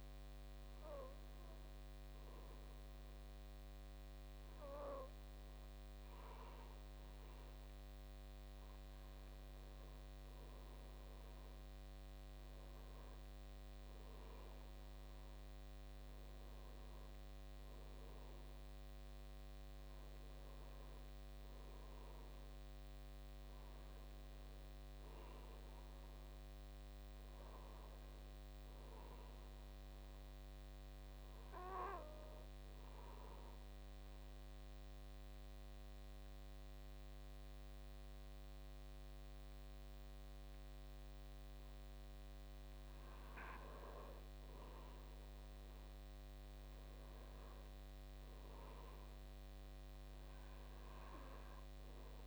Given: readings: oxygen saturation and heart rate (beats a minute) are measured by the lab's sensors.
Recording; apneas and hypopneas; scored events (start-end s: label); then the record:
breathing in sleep, hard to hear, by a microphone on the trachea; 1
33.00-44.00 s: obstructive apnea (oxygen 98% before, 90% lowest, heart rate 61 before, 56 extreme, up 4 after)
45.50-49.00 s: arousal
From the record:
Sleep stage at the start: N2 (light sleep); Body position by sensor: on the back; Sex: male